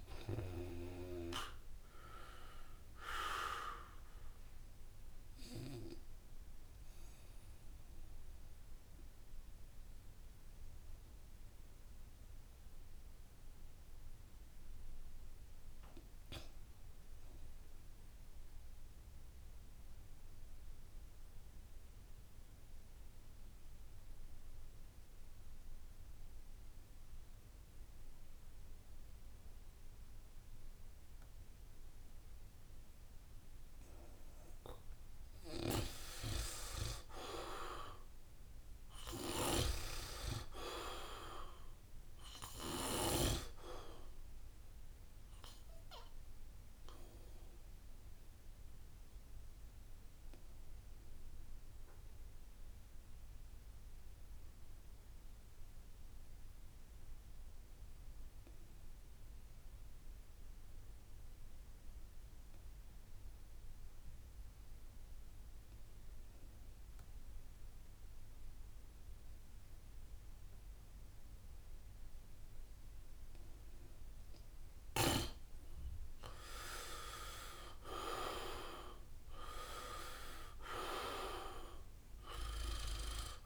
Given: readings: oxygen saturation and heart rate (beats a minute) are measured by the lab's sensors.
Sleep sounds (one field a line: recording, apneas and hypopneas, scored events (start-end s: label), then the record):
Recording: breathing in sleep by a room microphone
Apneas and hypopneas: 2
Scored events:
0.00-1.00 s: arousal
0.00-19.50 s: oxygen desaturation (device-marked, oxygen 76% lowest, heart rate 66 extreme)
6.50-35.00 s: obstructive apnea (oxygen 96% before, 75% lowest, heart rate 81 before, 66 extreme, up 5 after)
24.50-58.50 s: oxygen desaturation (device-marked, oxygen 97% before, 78% lowest, heart rate 69 before, 67 extreme)
37.50-40.50 s: arousal
49.00-74.00 s: obstructive apnea (oxygen 97% before, 75% lowest, heart rate 73 before, 67 extreme, up 8 after)
51.50-53.50 s: long interval between heartbeats (device-marked, heart rate 73 before, 68 extreme)
57.50-59.50 s: long interval between heartbeats (device-marked, heart rate 72 before, 69 extreme)
65.50-83.46 s: oxygen desaturation (device-marked, oxygen 95% before, 75% lowest, heart rate 70 before, 67 extreme)
67.00-69.00 s: long interval between heartbeats (device-marked, heart rate 70 before, 71 extreme)
76.00-78.50 s: arousal
From the record:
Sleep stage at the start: N2 (light sleep)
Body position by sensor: on the back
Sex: male